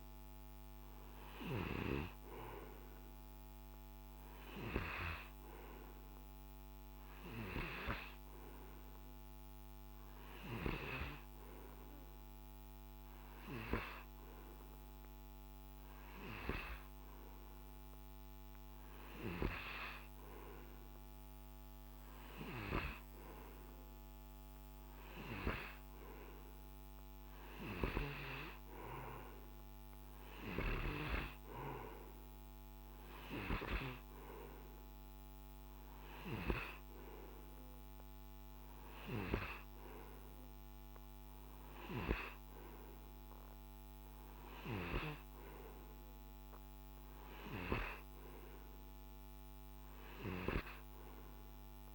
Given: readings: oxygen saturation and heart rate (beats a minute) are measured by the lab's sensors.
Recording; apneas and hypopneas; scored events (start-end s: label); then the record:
breathing in sleep by a microphone on the trachea; none
none scored
From the record:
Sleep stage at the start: N2 (light sleep); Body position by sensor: on the right side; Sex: male